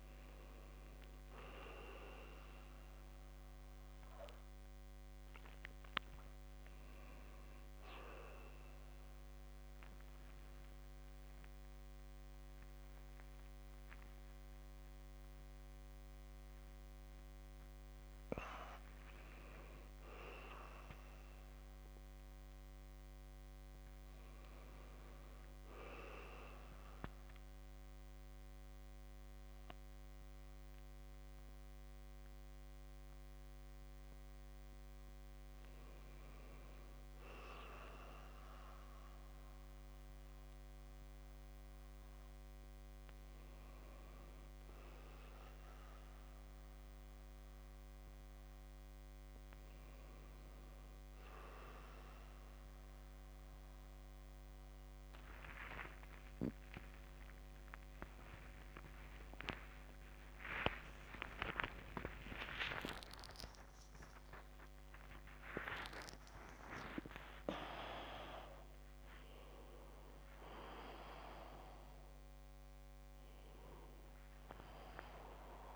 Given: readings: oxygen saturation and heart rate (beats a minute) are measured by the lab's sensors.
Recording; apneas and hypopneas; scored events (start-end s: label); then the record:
a person awake in a sleep study, by a microphone on the trachea; none
10.50-12.50 s: long interval between heartbeats (device-marked, heart rate 81 before, 79 extreme)
14.50-16.50 s: long interval between heartbeats (device-marked, heart rate 83 before, 136 extreme)
16.50-18.50 s: long interval between heartbeats (device-marked, heart rate 88 before, 160 extreme)
18.50-20.50 s: long interval between heartbeats (device-marked, heart rate 95 before, 160 extreme)
59.00-61.00 s: long interval between heartbeats (device-marked, heart rate 67 before, 78 extreme)
61.00-63.00 s: long interval between heartbeats (device-marked, heart rate 69 before, 119 extreme)
63.50-65.50 s: long interval between heartbeats (device-marked, heart rate 81 before, 177 extreme)
66.50-68.50 s: long interval between heartbeats (device-marked, heart rate 99 before, 147 extreme)
69.50-71.50 s: long interval between heartbeats (device-marked, heart rate 110 before, 109 extreme)
From the record:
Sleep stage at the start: awake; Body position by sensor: on the right side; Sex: male